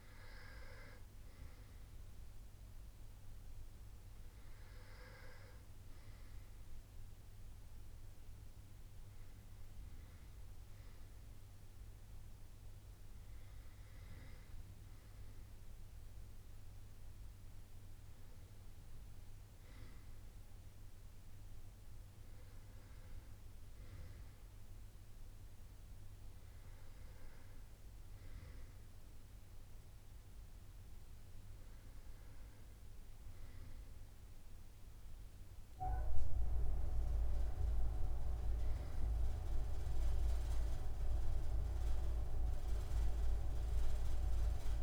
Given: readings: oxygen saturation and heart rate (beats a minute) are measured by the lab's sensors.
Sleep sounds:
breathing in sleep by a room microphone; none
none scored
From the record:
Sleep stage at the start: N2 (light sleep); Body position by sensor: on the right side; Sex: male

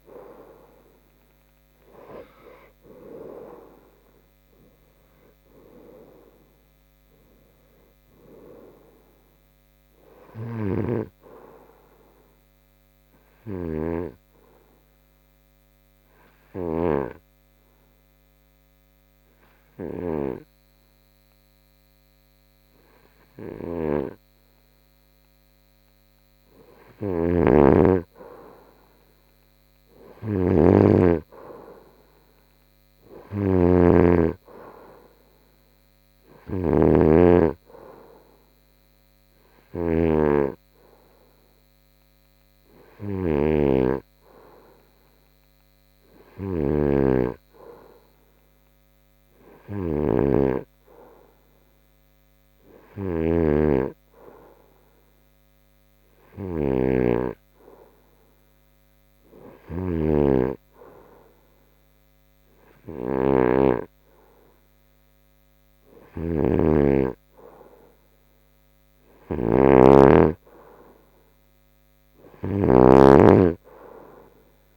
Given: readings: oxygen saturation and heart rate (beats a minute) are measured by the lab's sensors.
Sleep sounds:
breathing in sleep by a microphone on the trachea; 2
0.00-4.50 s: oxygen desaturation (device-marked, oxygen 90% lowest, heart rate 73 extreme)
13.00-25.00 s: obstructive apnea (oxygen 93% before, 91% lowest, heart rate 82 before, 72 extreme, up 0 after)
28.50-32.50 s: arousal
33.00-37.00 s: snoring (device-marked)
34.50-51.50 s: oxygen desaturation (device-marked, oxygen 96% before, 91% lowest, heart rate 74 before, 71 extreme)
41.50-64.50 s: hypopnea (oxygen 96% before, 91% lowest, heart rate 73 before, 71 extreme, up 1 after)
66.50-70.00 s: arousal
From the record:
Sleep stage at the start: N2 (light sleep); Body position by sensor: on the front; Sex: male

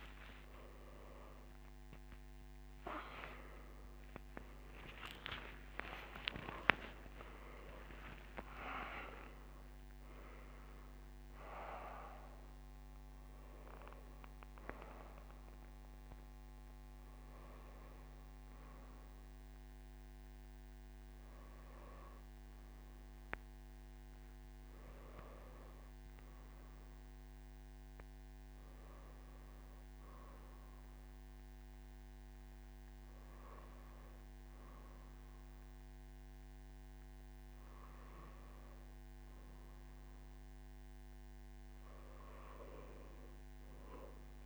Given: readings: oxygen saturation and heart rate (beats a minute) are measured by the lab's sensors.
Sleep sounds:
breathing in sleep by a microphone on the trachea; none
none scored
From the record:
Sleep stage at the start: N3 (deep sleep); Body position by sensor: on the right side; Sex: male

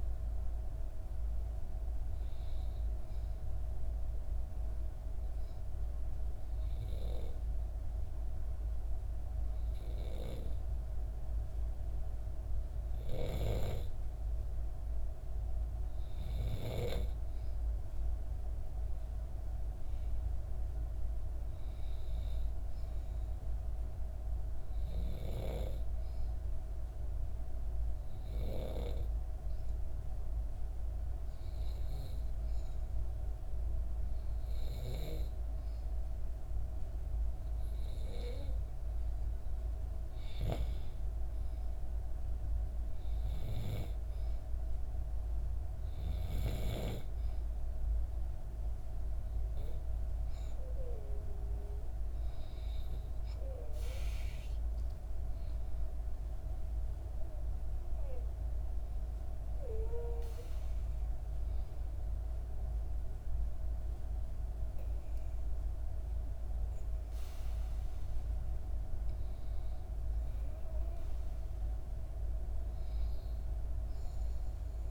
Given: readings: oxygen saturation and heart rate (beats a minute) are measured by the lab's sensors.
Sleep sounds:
breathing in sleep by a room microphone; 2
2.50-13.00 s: obstructive apnea (oxygen 95% before, 92% lowest, heart rate 69 before, 65 extreme, up 2 after)
18.50-23.00 s: arousal
26.50-37.50 s: obstructive apnea (oxygen 95% before, 92% lowest, heart rate 66 before, 65 extreme, up 3 after)
39.00-42.50 s: arousal
From the record:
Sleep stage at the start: N2 (light sleep); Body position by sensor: on the back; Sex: female

